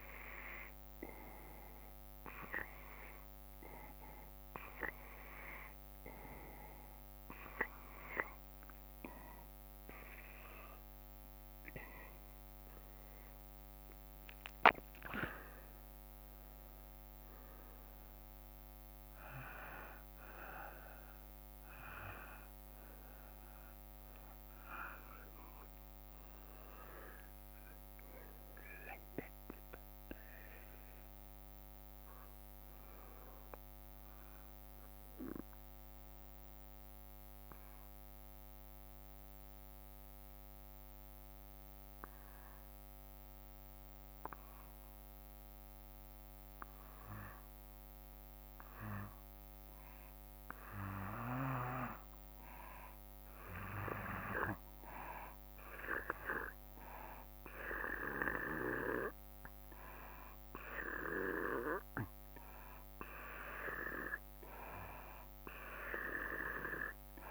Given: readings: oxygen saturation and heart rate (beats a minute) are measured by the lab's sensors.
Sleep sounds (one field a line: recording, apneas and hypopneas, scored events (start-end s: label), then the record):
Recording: breathing in sleep by a microphone on the trachea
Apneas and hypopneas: 1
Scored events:
30.00-33.00 s: arousal
35.50-52.50 s: mixed apnea (oxygen 96% before, 89% lowest, heart rate 58 before, 54 extreme, up 4 after)
52.00-67.31 s: oxygen desaturation (device-marked, oxygen 96% before, 89% lowest, heart rate 56 before, 56 extreme)
57.00-60.50 s: arousal
From the record:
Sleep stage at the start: N2 (light sleep)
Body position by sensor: on the back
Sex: male